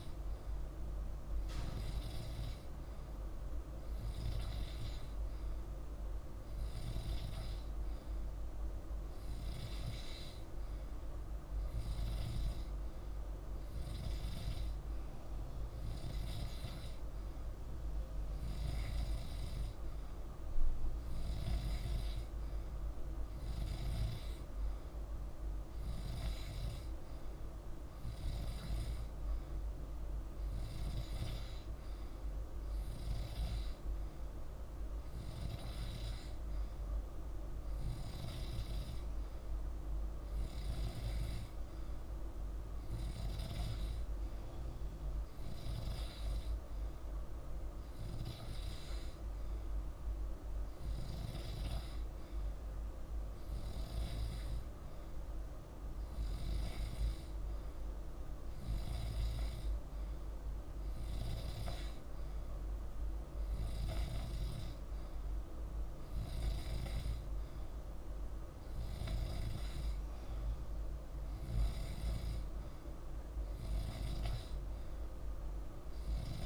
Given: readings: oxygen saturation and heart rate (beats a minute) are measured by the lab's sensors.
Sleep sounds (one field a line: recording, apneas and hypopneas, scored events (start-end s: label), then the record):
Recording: breathing in sleep, hard to hear, by a room microphone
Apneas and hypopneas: none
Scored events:
none scored
From the record:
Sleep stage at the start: N2 (light sleep)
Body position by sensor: on the back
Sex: male